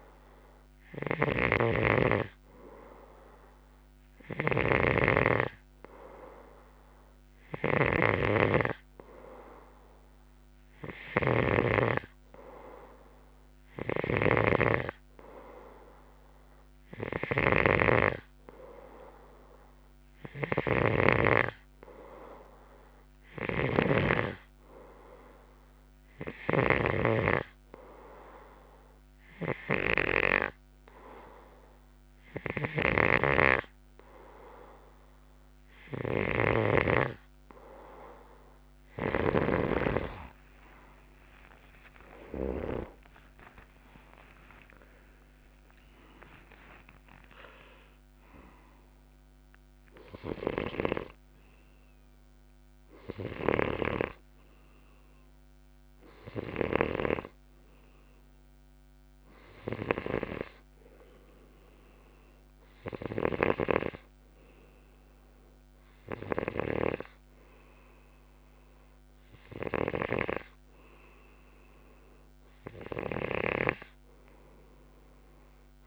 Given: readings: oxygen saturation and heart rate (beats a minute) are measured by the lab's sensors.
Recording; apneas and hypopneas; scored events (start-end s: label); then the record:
breathing in sleep by a microphone on the trachea; none
0.00-43.00 s: snoring (device-marked)
40.50-45.50 s: arousal
50.50-75.87 s: snoring (device-marked)
From the record:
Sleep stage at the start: N2 (light sleep); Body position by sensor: on the left side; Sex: male